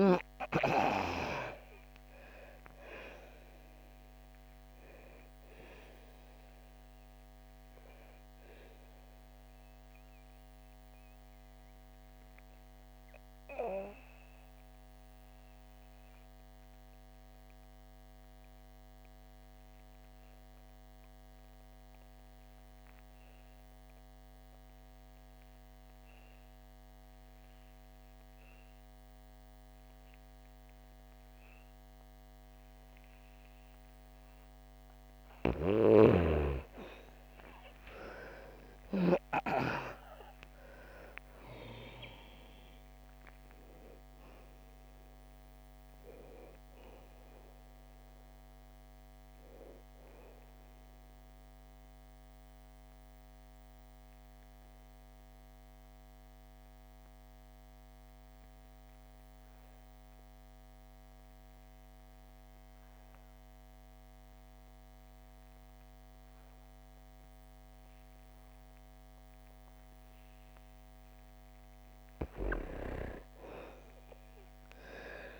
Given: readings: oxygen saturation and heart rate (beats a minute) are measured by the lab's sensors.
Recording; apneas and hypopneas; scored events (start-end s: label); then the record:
breathing in sleep by a microphone on the trachea; 2
0.00-1.50 s: arousal
0.00-25.50 s: oxygen desaturation (device-marked, oxygen 82% lowest, heart rate 57 extreme)
9.00-33.50 s: obstructive apnea (oxygen 97% before, 79% lowest, heart rate 66 before, 57 extreme, up 13 after)
30.50-65.50 s: oxygen desaturation (device-marked, oxygen 98% before, 79% lowest, heart rate 60 before, 58 extreme)
35.50-39.00 s: snoring (device-marked)
37.00-41.00 s: arousal
51.50-70.00 s: obstructive apnea (oxygen 98% before, 79% lowest, heart rate 69 before, 57 extreme, up 9 after)
71.50-75.40 s: oxygen desaturation (device-marked, oxygen 98% before, 82% lowest, heart rate 61 before, 57 extreme)
72.50-75.40 s: arousal
From the record:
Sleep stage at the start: N2 (light sleep); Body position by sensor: on the back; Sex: female